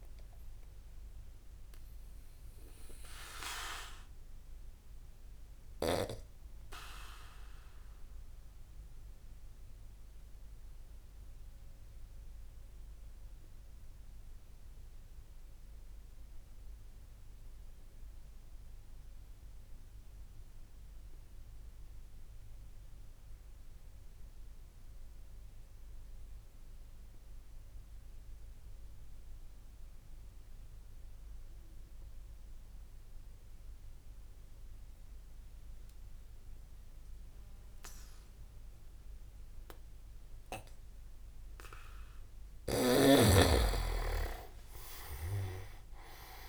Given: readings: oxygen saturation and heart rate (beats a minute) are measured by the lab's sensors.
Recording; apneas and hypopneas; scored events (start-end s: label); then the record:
breathing in sleep by a room microphone; 1
0.00-13.00 s: oxygen desaturation (device-marked, oxygen 91% lowest)
2.00-41.50 s: obstructive apnea (oxygen 97% before, 91% lowest)
39.00-46.49 s: oxygen desaturation (device-marked, oxygen 98% before, 93% lowest)
44.00-46.49 s: arousal
44.50-46.49 s: leg movement (device-marked)
From the record:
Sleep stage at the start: N2 (light sleep); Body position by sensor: on the back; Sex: male